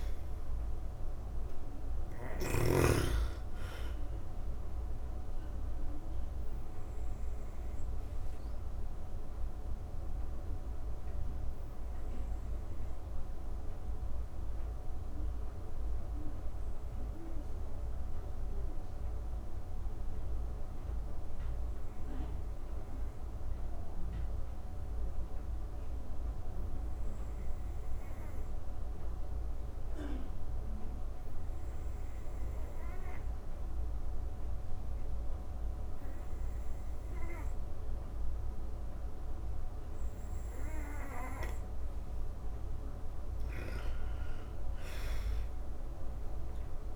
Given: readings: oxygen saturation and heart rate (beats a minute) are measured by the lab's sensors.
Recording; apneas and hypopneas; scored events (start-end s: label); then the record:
breathing in sleep by a room microphone; 1
0.00-21.50 s: oxygen desaturation (device-marked, oxygen 84% lowest)
5.50-39.00 s: obstructive apnea (oxygen 99% before, 84% lowest)
32.50-46.96 s: oxygen desaturation (device-marked, oxygen 98% before, 84% lowest, heart rate 72 before, 36 extreme)
43.00-46.50 s: arousal
From the record:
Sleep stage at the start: N2 (light sleep); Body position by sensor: on the back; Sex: female